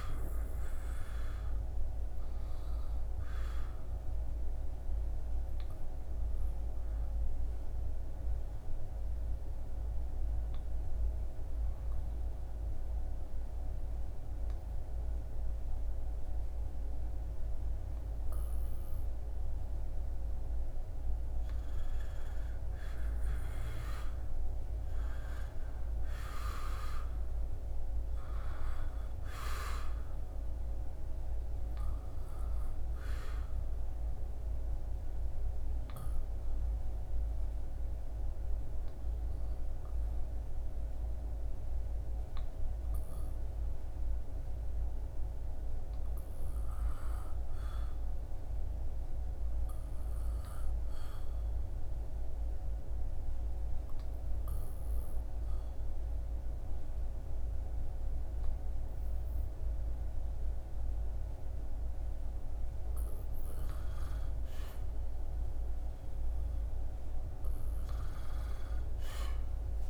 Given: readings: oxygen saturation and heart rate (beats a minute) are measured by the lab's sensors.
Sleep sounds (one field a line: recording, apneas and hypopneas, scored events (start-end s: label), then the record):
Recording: breathing in sleep, hard to hear, by a room microphone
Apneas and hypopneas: 2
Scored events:
0.00-15.00 s: oxygen desaturation (device-marked, oxygen 96% lowest, heart rate 72 extreme)
2.50-20.50 s: obstructive apnea (oxygen 99% before, 92% lowest, heart rate 77 before, 72 extreme, up 5 after)
22.50-26.00 s: arousal
23.00-44.00 s: oxygen desaturation (device-marked, oxygen 98% before, 92% lowest, heart rate 76 before, 75 extreme)
33.50-62.00 s: obstructive apnea (oxygen 98% before, 91% lowest, heart rate 78 before, 72 extreme, up 3 after)
65.50-69.90 s: arousal
From the record:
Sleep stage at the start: N2 (light sleep)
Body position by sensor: on the back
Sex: male